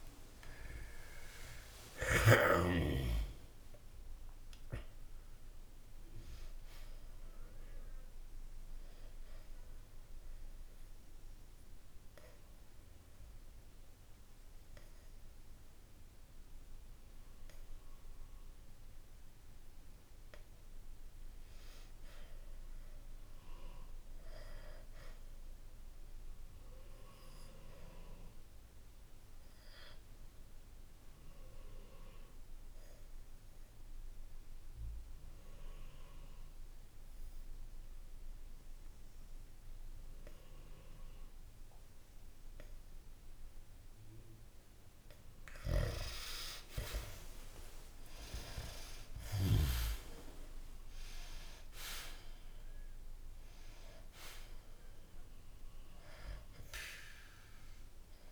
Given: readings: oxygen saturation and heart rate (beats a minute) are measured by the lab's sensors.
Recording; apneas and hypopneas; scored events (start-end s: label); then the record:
breathing in sleep by a room microphone; 2
0.00-4.00 s: arousal
8.00-20.00 s: oxygen desaturation (device-marked, oxygen 97% before, 92% lowest, heart rate 66 before, 62 extreme)
9.50-20.50 s: obstructive apnea (oxygen 98% before, 90% lowest, heart rate 66 before, 62 extreme, up 0 after)
21.50-24.00 s: arousal
26.00-44.50 s: obstructive apnea (oxygen 97% before, 90% lowest, heart rate 67 before, 62 extreme, up 2 after)
47.00-50.50 s: arousal
51.00-58.32 s: oxygen desaturation (device-marked, oxygen 97% before, 90% lowest, heart rate 63 before, 62 extreme)
From the record:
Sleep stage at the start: N2 (light sleep); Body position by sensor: on the back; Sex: male